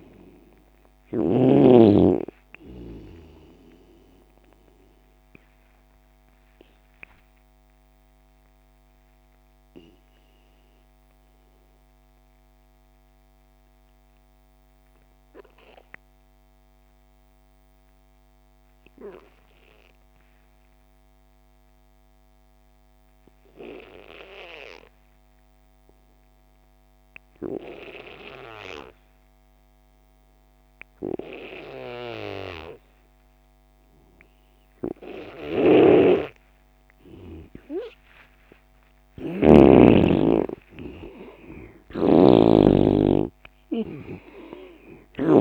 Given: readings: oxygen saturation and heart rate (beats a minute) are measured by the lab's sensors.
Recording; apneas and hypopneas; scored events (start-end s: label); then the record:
breathing in sleep by a microphone on the trachea; 1
0.00-1.50 s: snoring (device-marked)
0.00-21.00 s: oxygen desaturation (device-marked, oxygen 85% lowest)
5.50-37.50 s: mixed apnea (oxygen 98% before, 85% lowest)
35.00-39.50 s: snoring (device-marked)
37.00-45.41 s: oxygen desaturation (device-marked, oxygen 98% before, 86% lowest)
38.50-42.50 s: arousal
41.50-45.41 s: snoring (device-marked)
From the record:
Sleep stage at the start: N2 (light sleep); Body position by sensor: on the left side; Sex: male